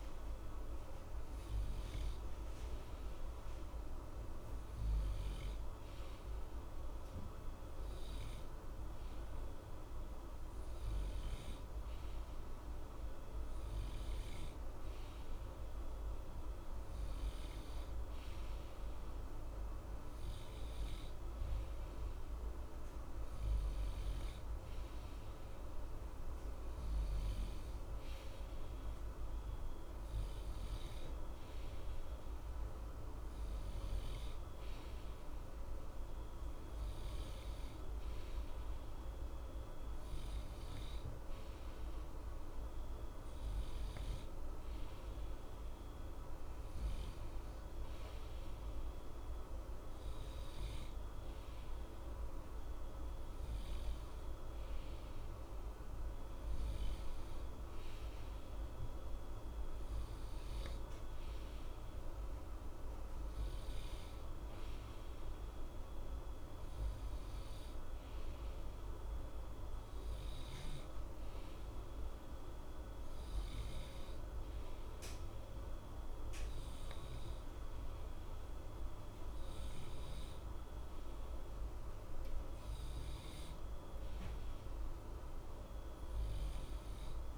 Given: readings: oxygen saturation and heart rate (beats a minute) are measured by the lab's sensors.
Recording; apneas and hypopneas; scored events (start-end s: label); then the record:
breathing in sleep, hard to hear, by a room microphone; none
none scored
From the record:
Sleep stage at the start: N2 (light sleep); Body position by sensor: on the right side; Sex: male